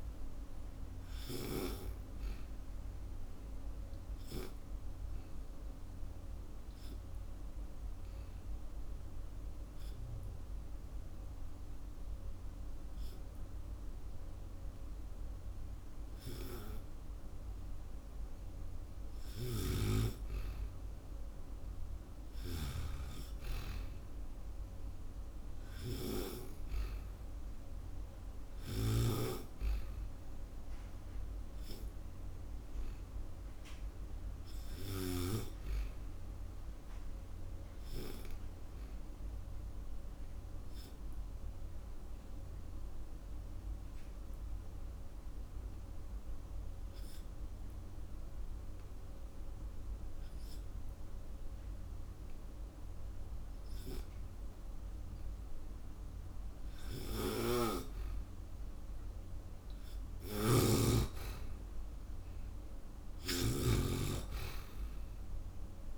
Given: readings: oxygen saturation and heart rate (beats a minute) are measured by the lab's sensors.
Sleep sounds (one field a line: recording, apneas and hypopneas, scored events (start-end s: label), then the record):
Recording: breathing in sleep by a room microphone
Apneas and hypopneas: 2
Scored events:
3.50-21.50 s: oxygen desaturation (device-marked, oxygen 97% before, 91% lowest)
7.00-19.00 s: obstructive apnea (oxygen 98% before, 91% lowest)
19.00-22.50 s: snoring (device-marked)
23.00-27.50 s: arousal
28.50-35.00 s: snoring (device-marked)
33.50-46.50 s: oxygen desaturation (device-marked, oxygen 97% before, 93% lowest)
39.50-56.50 s: obstructive apnea (oxygen 97% before, 91% lowest)
59.00-62.50 s: arousal
60.00-65.98 s: snoring (device-marked)
From the record:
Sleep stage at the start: N2 (light sleep)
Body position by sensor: on the back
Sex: female